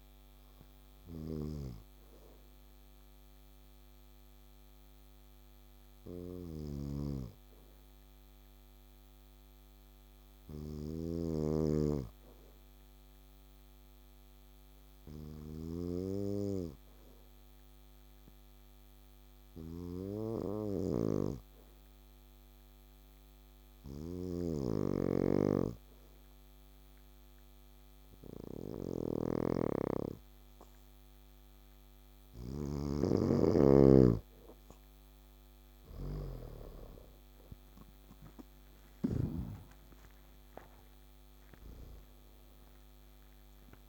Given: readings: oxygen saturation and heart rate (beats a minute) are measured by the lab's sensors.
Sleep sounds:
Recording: breathing in sleep by a microphone on the trachea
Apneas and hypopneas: 1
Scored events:
0.00-5.50 s: oxygen desaturation (device-marked, oxygen 92% lowest, heart rate 58 extreme)
1.00-33.50 s: obstructive apnea (oxygen 97% before, 92% lowest, heart rate 68 before, 58 extreme, up 10 after)
6.50-11.00 s: snoring (device-marked)
20.50-39.00 s: snoring (device-marked)
26.50-43.89 s: oxygen desaturation (device-marked, oxygen 99% before, 92% lowest, heart rate 60 before, 59 extreme)
37.00-43.50 s: arousal
From the record:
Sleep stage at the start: N2 (light sleep)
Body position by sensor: on the back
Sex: male

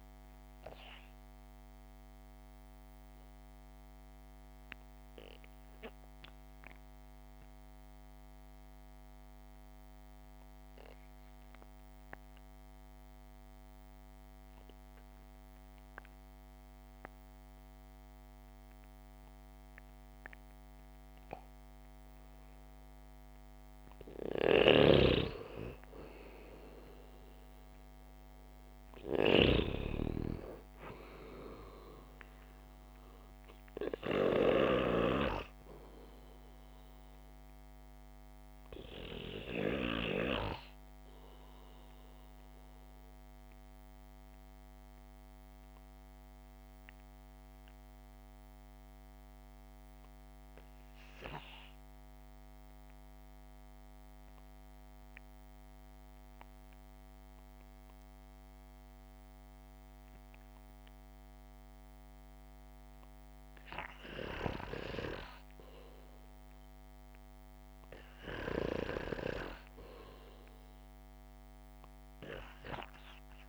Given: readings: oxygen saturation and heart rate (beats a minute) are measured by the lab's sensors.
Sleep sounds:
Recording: breathing in sleep by a microphone on the trachea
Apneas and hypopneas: 2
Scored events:
0.00-5.50 s: oxygen desaturation (device-marked, oxygen 93% lowest, heart rate 51 extreme)
1.50-22.00 s: obstructive apnea (oxygen 98% before, 92% lowest, heart rate 56 before, 51 extreme)
7.50-15.50 s: oxygen desaturation (device-marked, oxygen 95% before, 92% lowest, heart rate 58 before, 51 extreme)
24.50-28.50 s: arousal
25.00-35.50 s: snoring (device-marked)
32.50-41.50 s: oxygen desaturation (device-marked, oxygen 98% before, 94% lowest, heart rate 58 before, 57 extreme)
39.50-65.00 s: obstructive apnea (oxygen 98% before, 91% lowest, heart rate 55 before, 48 extreme, up 1 after)
43.50-53.50 s: oxygen desaturation (device-marked, oxygen 96% before, 92% lowest, heart rate 56 before, 48 extreme)
67.50-70.50 s: arousal
71.50-73.49 s: oxygen desaturation (device-marked, oxygen 98% before, 94% lowest, heart rate 60 before, 50 extreme)
From the record:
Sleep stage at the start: REM sleep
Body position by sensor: on the back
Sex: male

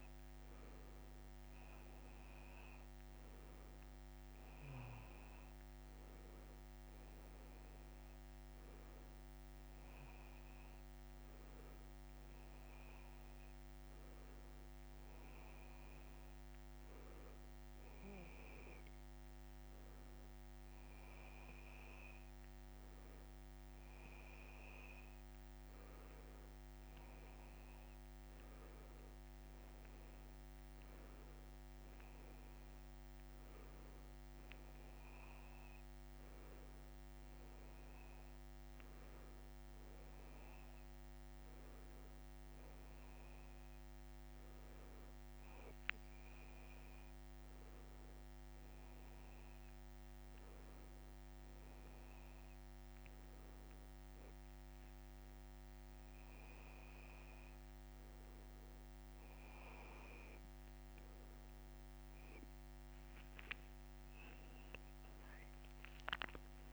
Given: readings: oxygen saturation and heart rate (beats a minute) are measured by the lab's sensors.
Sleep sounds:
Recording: breathing in sleep, hard to hear, by a microphone on the trachea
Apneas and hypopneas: none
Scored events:
57.50-64.50 s: bradycardia (device-marked)
62.50-66.50 s: arousal
From the record:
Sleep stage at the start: N2 (light sleep)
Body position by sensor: on the back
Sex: male

